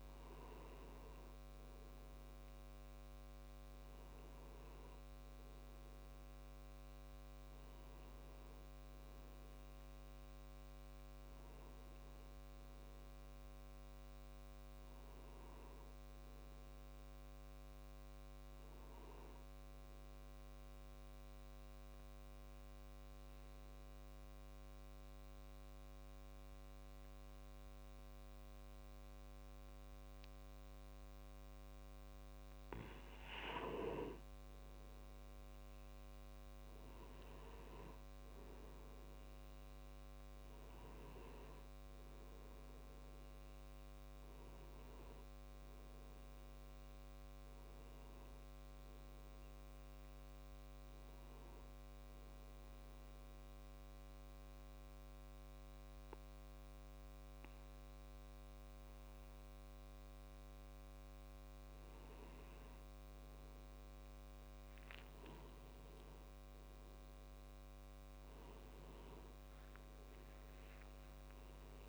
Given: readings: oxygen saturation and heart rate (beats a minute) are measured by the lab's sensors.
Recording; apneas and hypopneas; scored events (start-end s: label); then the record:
breathing in sleep, hard to hear, by a microphone on the trachea; 2
4.00-16.00 s: oxygen desaturation (device-marked, oxygen 97% before, 93% lowest)
21.00-31.50 s: obstructive apnea (oxygen 97% before, 91% lowest)
36.00-39.00 s: arousal
41.00-60.00 s: oxygen desaturation (device-marked, oxygen 94% before, 91% lowest)
51.00-61.00 s: obstructive apnea (oxygen 94% before, 91% lowest)
67.00-71.00 s: arousal
From the record:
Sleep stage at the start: N2 (light sleep); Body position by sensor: on the back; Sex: male